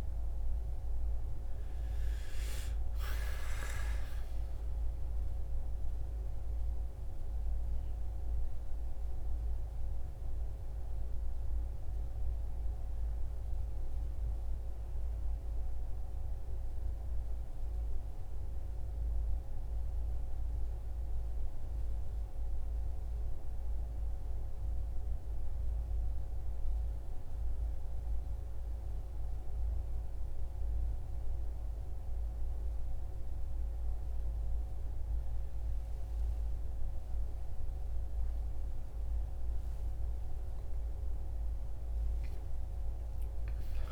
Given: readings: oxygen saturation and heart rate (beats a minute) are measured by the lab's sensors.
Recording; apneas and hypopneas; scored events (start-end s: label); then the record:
breathing in sleep, hard to hear, by a room microphone; none
41.50-43.92 s: arousal
From the record:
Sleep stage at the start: N1 (lightest sleep); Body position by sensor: on the back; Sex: male